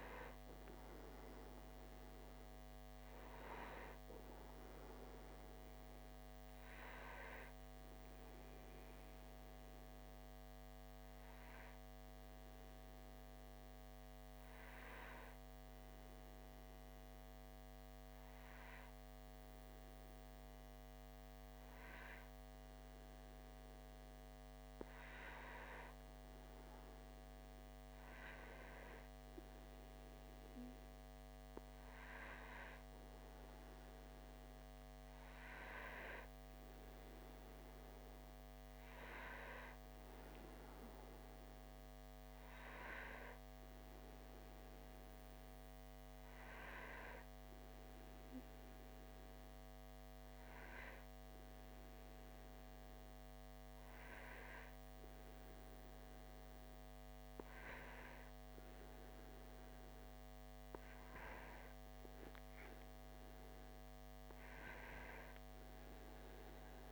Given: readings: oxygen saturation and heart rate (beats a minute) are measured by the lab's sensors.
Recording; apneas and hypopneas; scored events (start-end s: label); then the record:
breathing in sleep by a microphone on the trachea; 1
9.00-24.00 s: hypopnea (oxygen 95% before, 94% lowest)
26.50-31.00 s: arousal
From the record:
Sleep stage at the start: N2 (light sleep); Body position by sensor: on the back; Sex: male